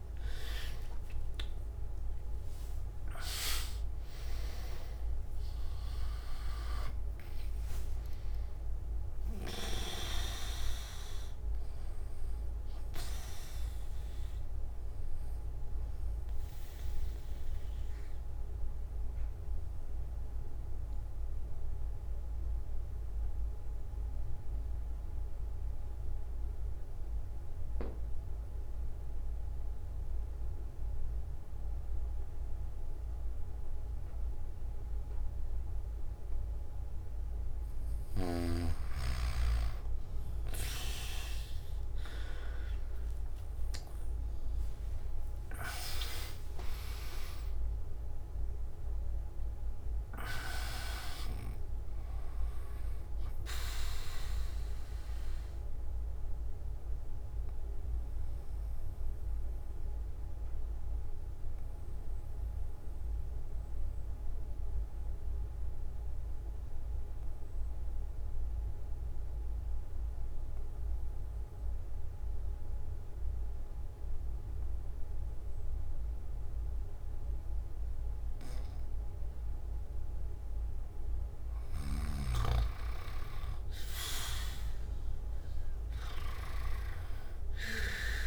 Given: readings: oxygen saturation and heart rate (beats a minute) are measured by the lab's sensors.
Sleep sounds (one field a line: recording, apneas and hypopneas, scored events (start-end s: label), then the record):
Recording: breathing in sleep by a room microphone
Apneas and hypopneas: 2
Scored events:
8.00-29.00 s: oxygen desaturation (device-marked, oxygen 100% before, 93% lowest)
15.00-37.50 s: obstructive apnea (oxygen 100% before, 93% lowest)
43.00-71.00 s: oxygen desaturation (device-marked, oxygen 100% before, 93% lowest)
55.00-80.00 s: obstructive apnea (oxygen 100% before, 93% lowest)
From the record:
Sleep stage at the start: N2 (light sleep)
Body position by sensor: on the back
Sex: male